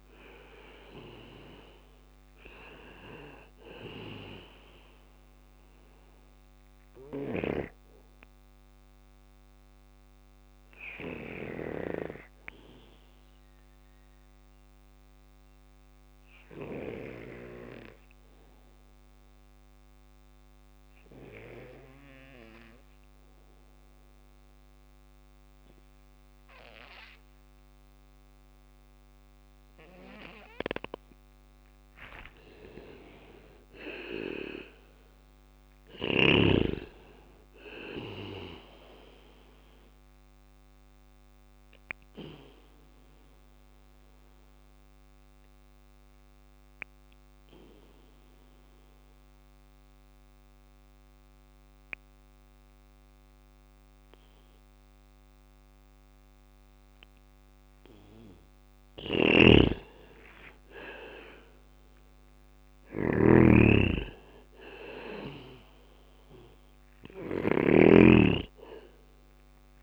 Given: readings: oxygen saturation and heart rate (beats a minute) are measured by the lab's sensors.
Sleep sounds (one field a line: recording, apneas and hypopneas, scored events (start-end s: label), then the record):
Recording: breathing in sleep by a microphone on the trachea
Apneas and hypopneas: 2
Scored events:
0.00-8.50 s: drop in pulse transit time (device-marked, heart rate 58 extreme)
0.00-19.50 s: oxygen desaturation (device-marked, oxygen 93% lowest, heart rate 58 extreme)
1.50-7.50 s: bradycardia (device-marked, heart rate 60 before, 58 extreme)
6.00-10.50 s: snoring (device-marked)
7.00-28.00 s: obstructive apnea (oxygen 99% before, 92% lowest, heart rate 60 before, 57 extreme, up 2 after)
11.50-17.50 s: bradycardia (device-marked, heart rate 60 before, 59 extreme)
30.50-34.00 s: arousal
31.50-43.50 s: drop in pulse transit time (device-marked, heart rate 60 before, 58 extreme)
35.50-56.50 s: oxygen desaturation (device-marked, oxygen 98% before, 92% lowest, heart rate 60 before, 57 extreme)
39.50-55.50 s: bradycardia (device-marked, heart rate 60 before, 57 extreme)
39.50-56.50 s: obstructive apnea (oxygen 100% before, 92% lowest, heart rate 60 before, 57 extreme, up 5 after)
57.50-68.50 s: drop in pulse transit time (device-marked, heart rate 59 before, 59 extreme)
58.00-61.50 s: arousal
58.00-66.50 s: snoring (device-marked)
68.50-69.83 s: long interval between heartbeats (device-marked, heart rate 60 before, 69 extreme)
From the record:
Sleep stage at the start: N2 (light sleep)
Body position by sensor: on the back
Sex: male